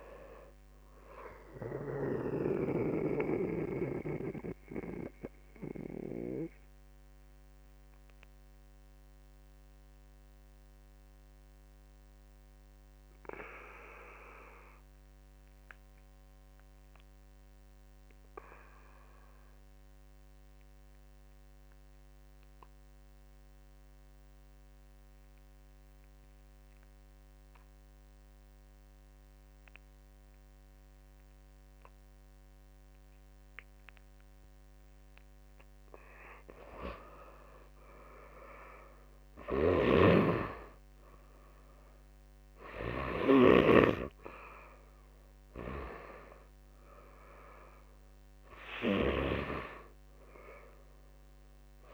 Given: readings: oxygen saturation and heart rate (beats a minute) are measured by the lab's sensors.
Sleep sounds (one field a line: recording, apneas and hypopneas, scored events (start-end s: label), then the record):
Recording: breathing in sleep by a microphone on the trachea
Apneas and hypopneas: 1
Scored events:
0.00-8.50 s: drop in pulse transit time (device-marked, heart rate 45 extreme)
0.00-9.50 s: oxygen desaturation (device-marked, oxygen 90% lowest, heart rate 45 extreme)
3.00-35.00 s: mixed apnea (oxygen 99% before, 87% lowest, heart rate 59 before, 45 extreme, up 18 after)
35.50-51.94 s: oxygen desaturation (device-marked, oxygen 99% before, 87% lowest, heart rate 48 before, 49 extreme)
36.50-40.00 s: arousal
39.00-43.00 s: snoring (device-marked)
42.50-51.94 s: drop in pulse transit time (device-marked, heart rate 52 before, 50 extreme)
From the record:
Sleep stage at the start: N2 (light sleep)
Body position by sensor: on the back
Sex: male